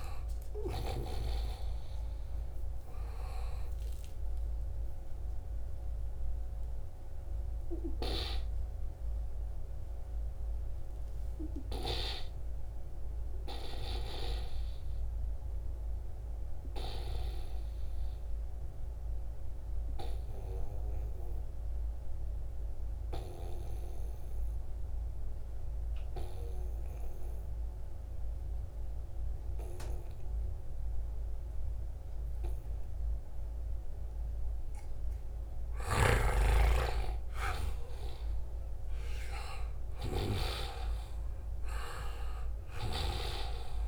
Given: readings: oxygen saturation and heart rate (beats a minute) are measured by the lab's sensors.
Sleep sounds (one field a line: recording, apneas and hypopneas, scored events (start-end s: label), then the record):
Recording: breathing in sleep by a room microphone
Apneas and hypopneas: 1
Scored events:
0.00-2.00 s: arousal
13.50-34.00 s: obstructive apnea (oxygen 98% before, 90% lowest, heart rate 77 before, 68 extreme, up 6 after)
29.50-43.88 s: oxygen desaturation (device-marked, oxygen 96% before, 90% lowest, heart rate 76 before, 68 extreme)
35.00-40.00 s: snoring (device-marked)
35.50-40.50 s: arousal
42.00-43.88 s: snoring (device-marked)
From the record:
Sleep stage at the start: N2 (light sleep)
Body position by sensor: on the right side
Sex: male